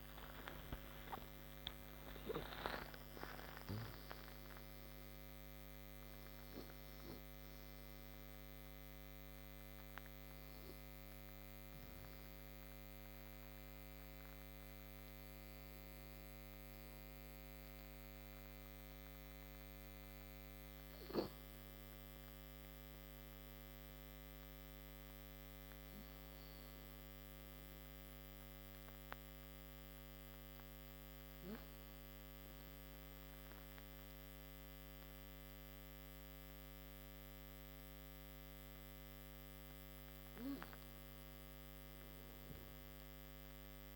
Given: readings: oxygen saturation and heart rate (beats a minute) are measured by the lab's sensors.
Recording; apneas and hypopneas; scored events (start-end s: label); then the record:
a person awake in a sleep study, by a microphone on the trachea; none
0.00-1.00 s: snoring (device-marked)
0.00-27.00 s: tachycardia (device-marked)
24.00-43.96 s: new sleep stage, N2 (light sleep)
From the record:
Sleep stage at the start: awake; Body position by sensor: on the right side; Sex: male